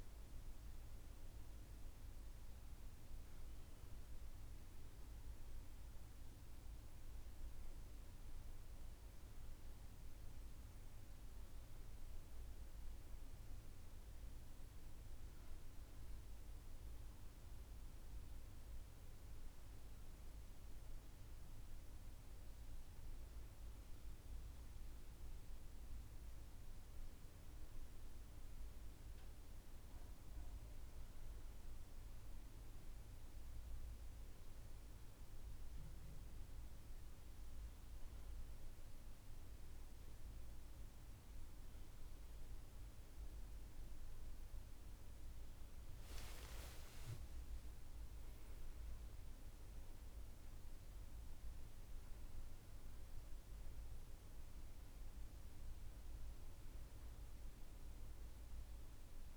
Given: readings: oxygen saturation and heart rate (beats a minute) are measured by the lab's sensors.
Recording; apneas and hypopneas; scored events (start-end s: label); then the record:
a person awake in a sleep study, hard to hear, by a room microphone; none
none scored
From the record:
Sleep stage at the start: awake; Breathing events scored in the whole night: 200 in 7.3 hours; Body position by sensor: on the back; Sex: female